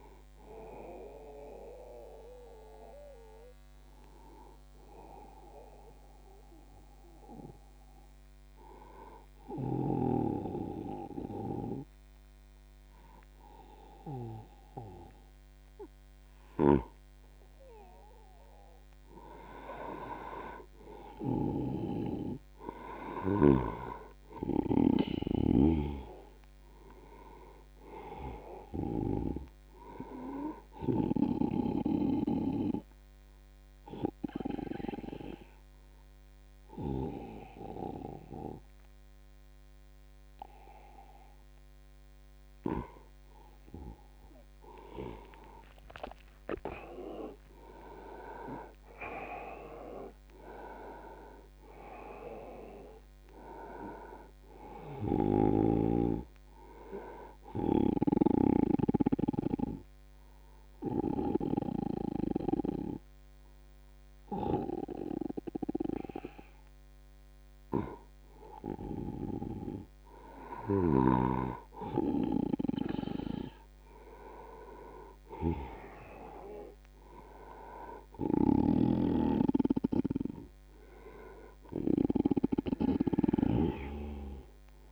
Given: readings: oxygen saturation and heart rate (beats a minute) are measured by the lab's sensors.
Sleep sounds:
breathing in sleep by a microphone on the trachea; 3
0.00-19.00 s: oxygen desaturation (device-marked, oxygen 84% lowest, heart rate 78 extreme)
5.00-17.00 s: obstructive apnea (oxygen 96% before, 84% lowest, heart rate 85 before, 78 extreme, up 2 after)
18.50-22.50 s: arousal
26.00-38.00 s: oxygen desaturation (device-marked, oxygen 100% before, 95% lowest, heart rate 89 before, 75 extreme)
31.00-43.00 s: obstructive apnea (oxygen 100% before, 92% lowest, heart rate 86 before, 75 extreme, up 4 after)
44.50-48.00 s: arousal
51.00-67.00 s: oxygen desaturation (device-marked, oxygen 98% before, 92% lowest, heart rate 86 before, 79 extreme)
57.00-68.00 s: obstructive apnea (oxygen 98% before, 89% lowest, heart rate 85 before, 79 extreme, up 12 after)
71.50-76.50 s: arousal
78.50-84.00 s: snoring (device-marked)
79.00-84.92 s: oxygen desaturation (device-marked, oxygen 98% before, 94% lowest, heart rate 88 before, 73 extreme)
From the record:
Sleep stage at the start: N2 (light sleep); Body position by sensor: on the back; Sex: male

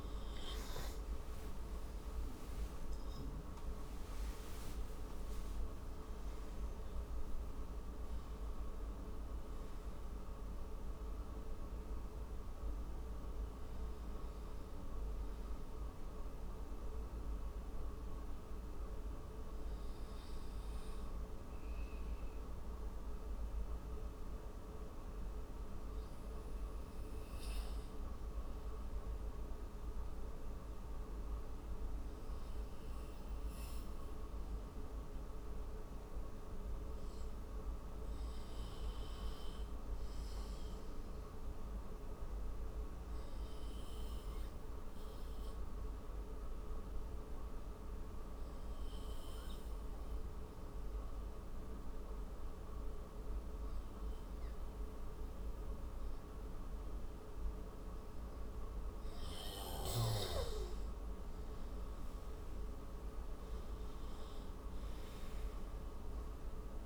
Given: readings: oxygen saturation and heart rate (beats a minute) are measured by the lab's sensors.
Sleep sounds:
breathing in sleep, hard to hear, by a room microphone; 1
9.00-16.00 s: oxygen desaturation (device-marked, oxygen 97% before, 93% lowest)
16.50-58.50 s: obstructive apnea (oxygen 97% before, 93% lowest)
40.00-59.00 s: oxygen desaturation (device-marked, oxygen 100% before, 94% lowest)
61.50-65.50 s: arousal
From the record:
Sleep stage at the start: N2 (light sleep); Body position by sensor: on the right side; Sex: male

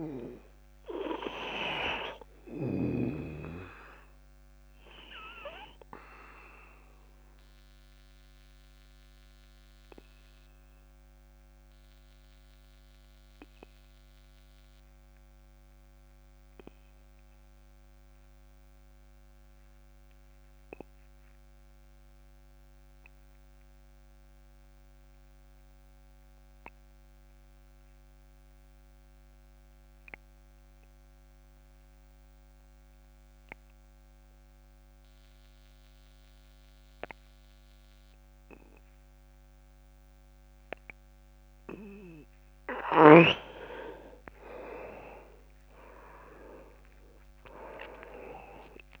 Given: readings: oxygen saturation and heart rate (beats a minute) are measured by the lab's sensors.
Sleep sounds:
breathing in sleep by a microphone on the trachea; 1
0.00-20.50 s: oxygen desaturation (device-marked, oxygen 89% lowest, heart rate 27 extreme)
4.50-42.00 s: obstructive apnea (oxygen 100% before, 85% lowest, heart rate 46 before, 26 extreme, up 26 after)
35.50-49.00 s: oxygen desaturation (device-marked, oxygen 99% before, 85% lowest)
44.50-48.50 s: arousal
From the record:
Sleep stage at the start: N2 (light sleep); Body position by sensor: on the back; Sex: male

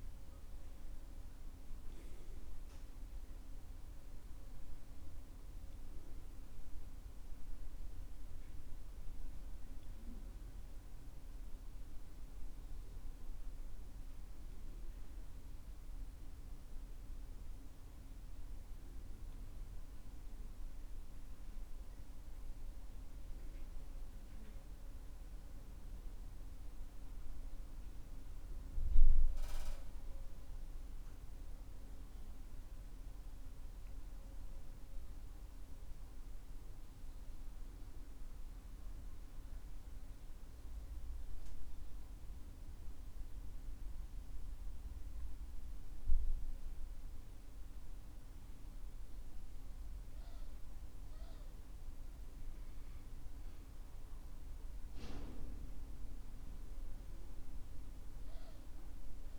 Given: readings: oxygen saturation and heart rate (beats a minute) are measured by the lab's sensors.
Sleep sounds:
breathing in sleep, hard to hear, by a room microphone; 1
2.00-11.00 s: oxygen desaturation (device-marked, oxygen 94% before, 90% lowest, heart rate 69 before, 64 extreme)
32.00-36.50 s: arousal
39.50-50.00 s: mixed apnea (oxygen 100% before, 92% lowest, heart rate 65 before, 63 extreme, up 6 after)
52.00-56.00 s: arousal
52.00-59.39 s: oxygen desaturation (device-marked, oxygen 99% before, 93% lowest, heart rate 65 before, 65 extreme)
From the record:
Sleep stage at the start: N2 (light sleep); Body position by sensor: on the back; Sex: male

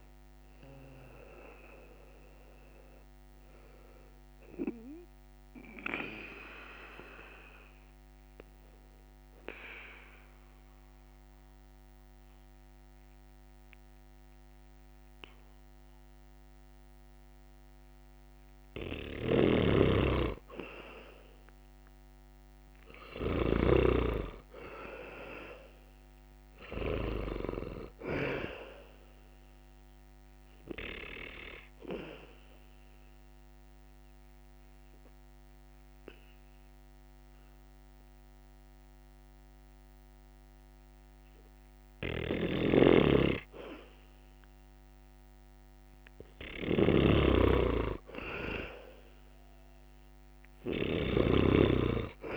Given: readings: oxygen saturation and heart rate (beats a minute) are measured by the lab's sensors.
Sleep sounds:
breathing in sleep by a microphone on the trachea; 2
1.00-13.00 s: oxygen desaturation (device-marked, oxygen 96% before, 90% lowest, heart rate 73 before, 67 extreme)
7.00-18.50 s: obstructive apnea (oxygen 97% before, 90% lowest, heart rate 74 before, 67 extreme, up 3 after)
21.00-25.00 s: arousal
29.00-50.00 s: oxygen desaturation (device-marked, oxygen 97% before, 91% lowest, heart rate 69 before, 68 extreme)
30.50-42.00 s: obstructive apnea (oxygen 98% before, 91% lowest, heart rate 69 before, 68 extreme, up 4 after)
46.50-51.00 s: snoring (device-marked)
48.50-52.00 s: arousal
From the record:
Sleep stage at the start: N2 (light sleep); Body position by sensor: on the back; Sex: male

